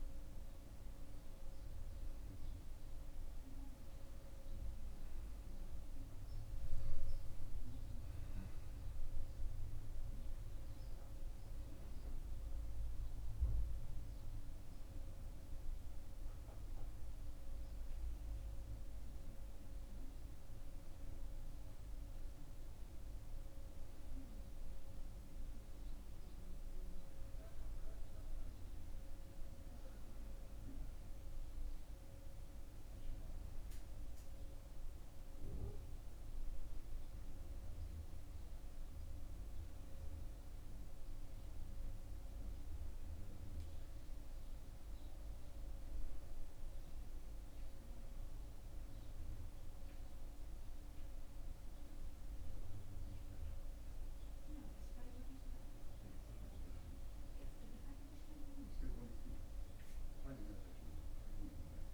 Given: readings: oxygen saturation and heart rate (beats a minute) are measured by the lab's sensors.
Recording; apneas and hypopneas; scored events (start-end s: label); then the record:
a person awake in a sleep study, hard to hear, by a room microphone; none
none scored
From the record:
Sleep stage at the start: awake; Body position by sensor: on the back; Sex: male